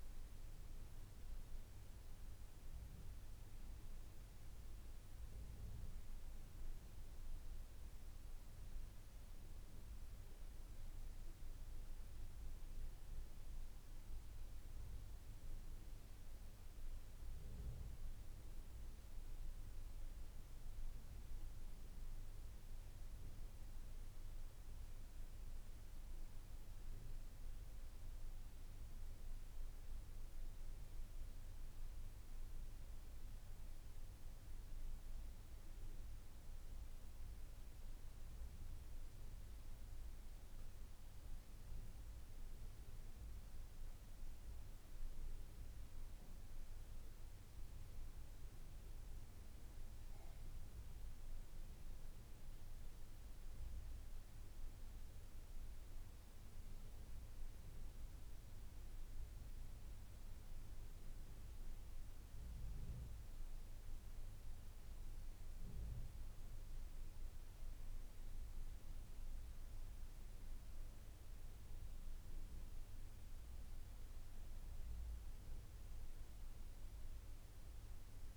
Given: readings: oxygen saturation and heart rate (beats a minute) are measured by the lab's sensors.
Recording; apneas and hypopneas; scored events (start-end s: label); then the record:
breathing in sleep, hard to hear, by a room microphone; none
none scored
From the record:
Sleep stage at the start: N3 (deep sleep); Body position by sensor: on the back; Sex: male